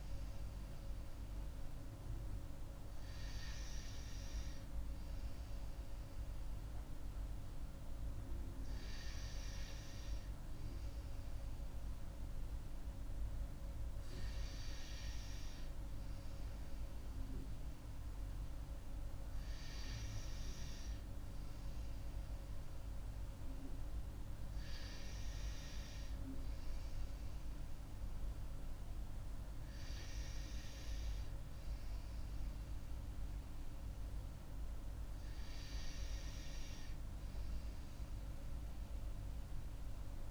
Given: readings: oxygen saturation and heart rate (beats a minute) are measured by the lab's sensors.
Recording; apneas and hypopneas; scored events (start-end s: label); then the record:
breathing in sleep, hard to hear, by a room microphone; none
none scored
From the record:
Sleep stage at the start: N2 (light sleep); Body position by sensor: on the right side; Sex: female